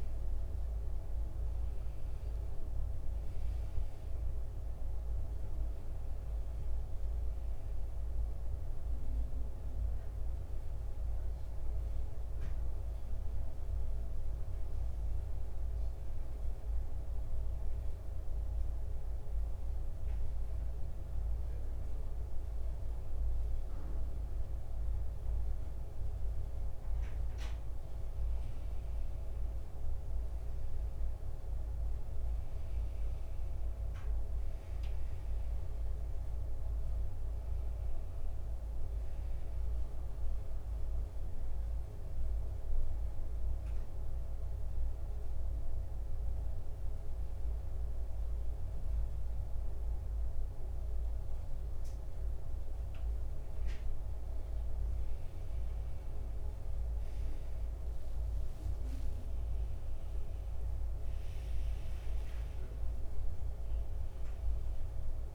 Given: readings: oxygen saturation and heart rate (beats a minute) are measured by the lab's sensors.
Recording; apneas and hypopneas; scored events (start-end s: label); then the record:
breathing in sleep, hard to hear, by a room microphone; 2
0.00-14.00 s: oxygen desaturation (device-marked, oxygen 86% lowest, heart rate 69 extreme)
14.00-65.35 s: new sleep stage, N2 (light sleep)
15.50-26.50 s: central apnea (oxygen 94% before, 89% lowest, heart rate 80 before, 68 extreme, up 10 after)
29.00-33.50 s: arousal
35.00-57.00 s: oxygen desaturation (device-marked, oxygen 95% before, 89% lowest, heart rate 72 before, 67 extreme)
43.00-54.00 s: central apnea (oxygen 95% before, 86% lowest, heart rate 75 before, 67 extreme, up 13 after)
57.00-61.50 s: arousal
From the record:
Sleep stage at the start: N1 (lightest sleep); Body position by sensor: on the back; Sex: male